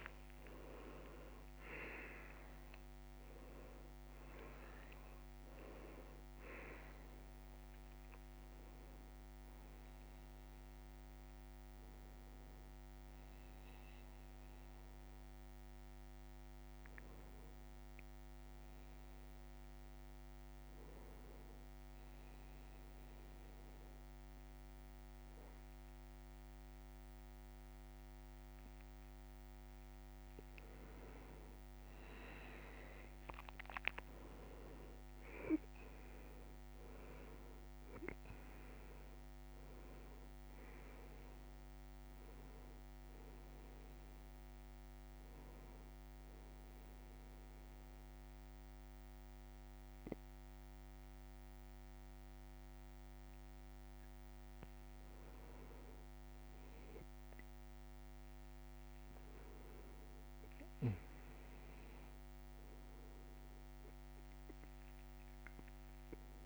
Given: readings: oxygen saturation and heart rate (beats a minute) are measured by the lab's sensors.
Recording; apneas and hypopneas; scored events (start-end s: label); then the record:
a person partly awake in a sleep study, by a microphone on the trachea; 2
5.50-66.46 s: new sleep stage, N1 (lightest sleep)
21.00-31.00 s: hypopnea (oxygen 98% before, 93% lowest, heart rate 89 before, 71 extreme, up 5 after)
33.00-38.00 s: arousal
36.50-58.50 s: oxygen desaturation (device-marked, oxygen 99% before, 93% lowest, heart rate 75 before, 72 extreme)
45.00-55.00 s: central apnea (oxygen 99% before, 93% lowest, heart rate 75 before, 72 extreme, up 1 after)
59.50-63.50 s: arousal
From the record:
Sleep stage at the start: awake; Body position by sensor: on the back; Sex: male